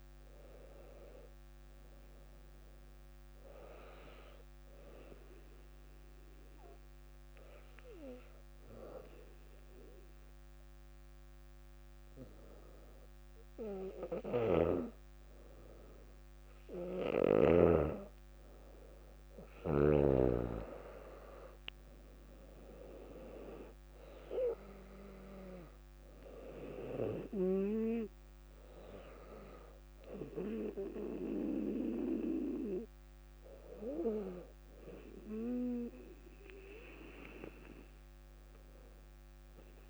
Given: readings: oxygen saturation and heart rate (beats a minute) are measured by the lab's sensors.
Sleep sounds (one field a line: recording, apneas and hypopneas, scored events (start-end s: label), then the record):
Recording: breathing in sleep by a microphone on the trachea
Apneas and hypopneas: 1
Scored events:
5.00-17.50 s: obstructive apnea (oxygen 97% before, 96% lowest, heart rate 62 before, 57 extreme, up 6 after)
19.00-22.50 s: arousal
38.50-39.90 s: arousal
From the record:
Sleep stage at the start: N2 (light sleep)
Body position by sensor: on the back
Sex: female